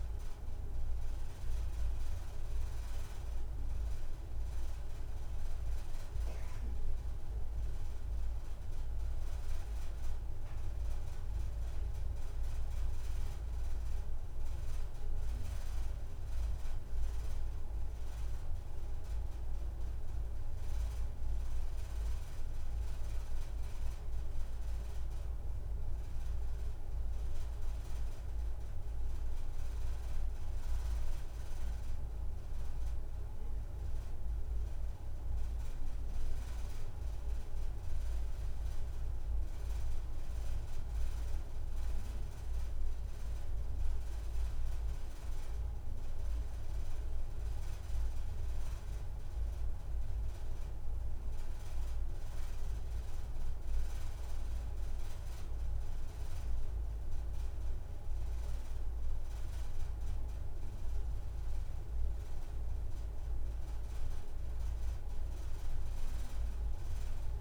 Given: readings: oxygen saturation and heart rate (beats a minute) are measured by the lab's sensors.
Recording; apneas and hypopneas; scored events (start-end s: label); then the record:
breathing in sleep, hard to hear, by a room microphone; none
56.00-58.00 s: long interval between heartbeats (device-marked)
58.50-60.50 s: long interval between heartbeats (device-marked)
60.50-62.50 s: long interval between heartbeats (device-marked, heart rate 33 before, 114 extreme)
61.00-65.50 s: arousal
63.50-65.50 s: long interval between heartbeats (device-marked, heart rate 50 before, 116 extreme)
From the record:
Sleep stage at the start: N2 (light sleep); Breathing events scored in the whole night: 151 in 4.4 hours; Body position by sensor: on the right side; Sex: female